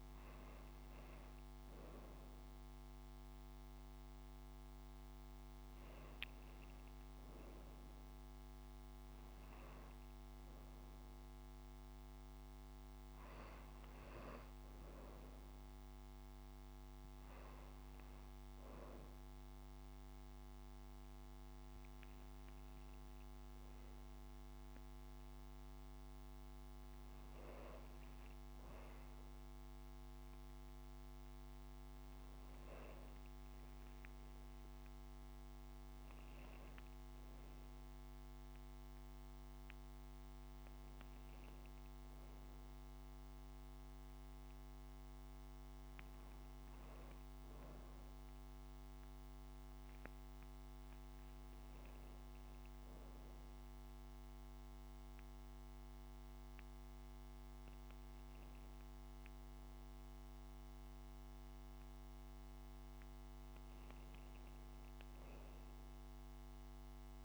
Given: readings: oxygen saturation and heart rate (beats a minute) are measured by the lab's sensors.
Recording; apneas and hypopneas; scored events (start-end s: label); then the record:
breathing in sleep, hard to hear, by a microphone on the trachea; none
none scored
From the record:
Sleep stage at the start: N2 (light sleep); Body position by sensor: on the right side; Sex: female